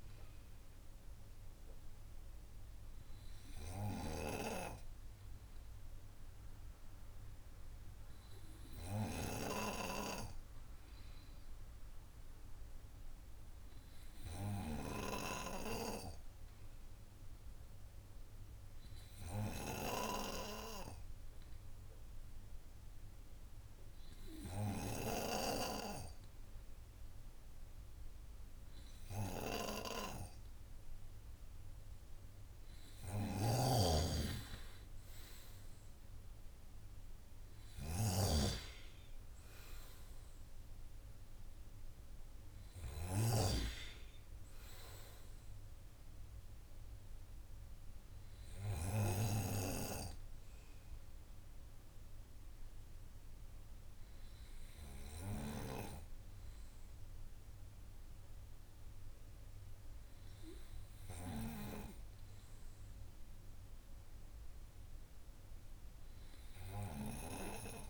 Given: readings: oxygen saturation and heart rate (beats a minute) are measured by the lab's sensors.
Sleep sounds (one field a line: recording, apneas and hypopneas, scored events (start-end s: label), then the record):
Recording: breathing in sleep by a room microphone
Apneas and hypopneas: 1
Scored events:
9.50-32.50 s: hypopnea (oxygen 97% before, 94% lowest, heart rate 186 before, 51 extreme, up 6 after)
33.50-50.00 s: snoring (device-marked)
35.00-38.00 s: arousal
From the record:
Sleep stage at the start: N2 (light sleep)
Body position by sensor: on the right side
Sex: male